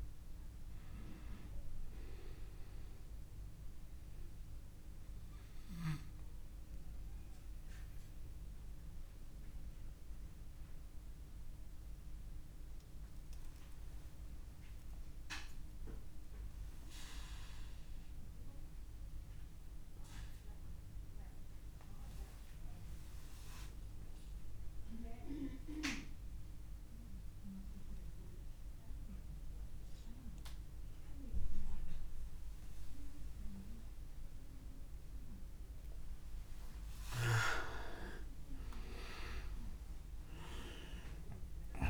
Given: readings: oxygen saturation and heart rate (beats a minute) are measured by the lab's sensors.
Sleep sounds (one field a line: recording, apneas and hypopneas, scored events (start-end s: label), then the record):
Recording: breathing in sleep by a room microphone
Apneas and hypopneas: 1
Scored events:
0.00-25.00 s: oxygen desaturation (device-marked, oxygen 86% lowest)
5.50-35.50 s: obstructive apnea (oxygen 98% before, 86% lowest)
38.50-41.90 s: arousal
From the record:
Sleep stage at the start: REM sleep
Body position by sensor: on the back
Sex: male